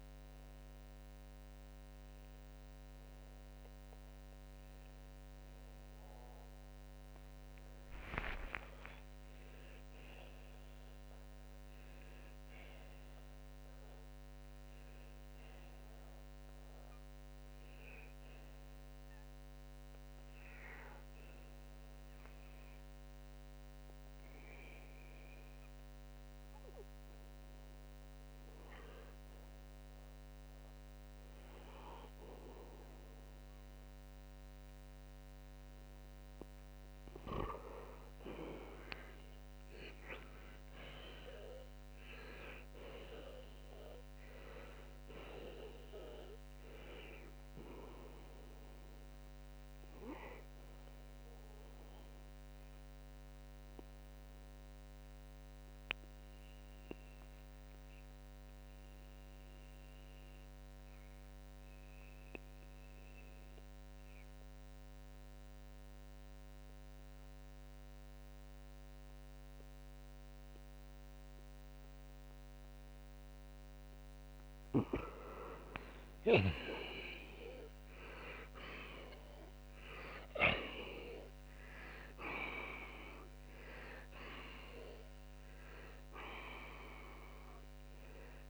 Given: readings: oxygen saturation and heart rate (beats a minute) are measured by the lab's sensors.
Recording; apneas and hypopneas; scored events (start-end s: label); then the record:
breathing in sleep by a microphone on the trachea; 2
0.50-25.50 s: oxygen desaturation (device-marked, oxygen 93% before, 85% lowest, heart rate 53 before, 73 extreme)
18.00-36.50 s: hypopnea (oxygen 93% before, 85% lowest, heart rate 75 before, 80 extreme, up 10 after)
23.50-88.49 s: new sleep stage, N2 (light sleep)
38.50-41.50 s: arousal
51.50-80.50 s: oxygen desaturation (device-marked, oxygen 90% before, 85% lowest, heart rate 97 before, 58 extreme)
54.00-74.50 s: mixed apnea (oxygen 93% before, 83% lowest, heart rate 94 before, 70 extreme)
76.50-81.50 s: arousal
From the record:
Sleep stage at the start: N1 (lightest sleep); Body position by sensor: on the back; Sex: male